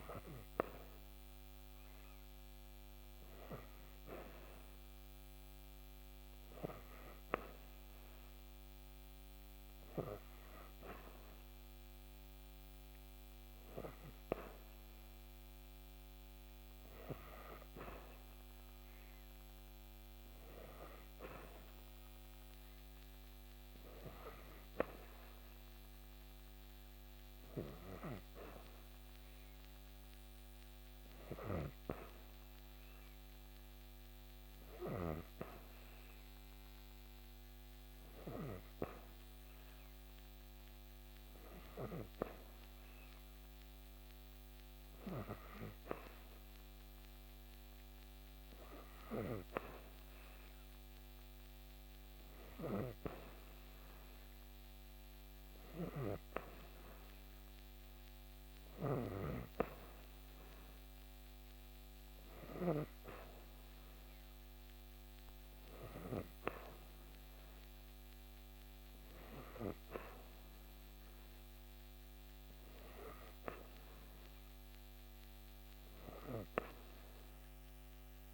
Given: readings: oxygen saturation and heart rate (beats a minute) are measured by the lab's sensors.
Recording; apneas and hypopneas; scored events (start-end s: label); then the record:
breathing in sleep by a microphone on the trachea; none
none scored
From the record:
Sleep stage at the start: N3 (deep sleep); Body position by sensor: on the back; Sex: female